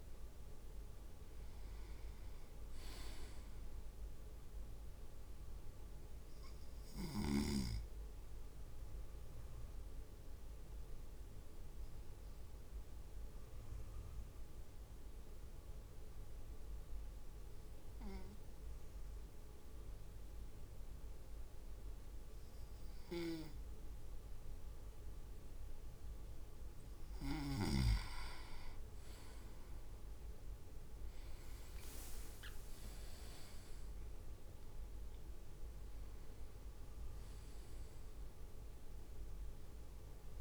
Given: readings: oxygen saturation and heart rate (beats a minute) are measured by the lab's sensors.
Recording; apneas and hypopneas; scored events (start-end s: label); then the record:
breathing in sleep by a room microphone; 1
6.50-25.50 s: obstructive apnea (oxygen 99% before, 97% lowest)
28.50-32.50 s: arousal
From the record:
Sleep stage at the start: N2 (light sleep); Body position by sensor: on the right side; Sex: male